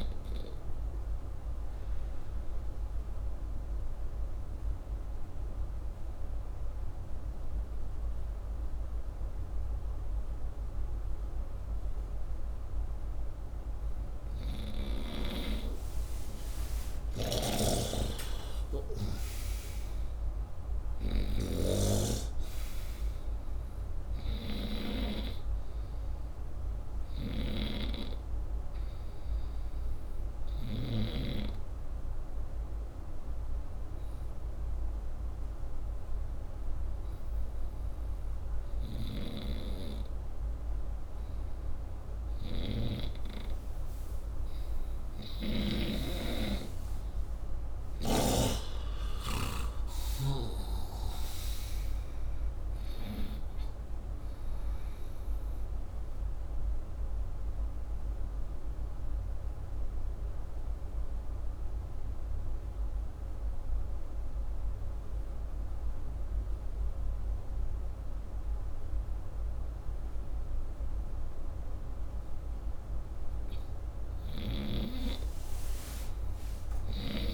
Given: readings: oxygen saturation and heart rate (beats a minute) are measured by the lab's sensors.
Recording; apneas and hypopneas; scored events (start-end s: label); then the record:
breathing in sleep by a room microphone; 3
0.00-15.50 s: oxygen desaturation (device-marked, oxygen 91% lowest, heart rate 63 extreme)
0.50-12.50 s: obstructive apnea (oxygen 96% before, 89% lowest, heart rate 67 before, 63 extreme, up 7 after)
16.00-20.00 s: arousal
17.00-21.50 s: snoring (device-marked)
20.50-43.50 s: oxygen desaturation (device-marked, oxygen 96% before, 89% lowest, heart rate 66 before, 61 extreme)
31.00-42.50 s: hypopnea (oxygen 96% before, 89% lowest, heart rate 68 before, 62 extreme, up 12 after)
42.00-45.50 s: snoring (device-marked)
47.00-51.50 s: arousal
56.00-73.00 s: obstructive apnea (oxygen 97% before, 87% lowest, heart rate 69 before, 61 extreme, up 10 after)
74.50-77.33 s: arousal
From the record:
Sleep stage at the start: N2 (light sleep); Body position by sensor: upright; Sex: male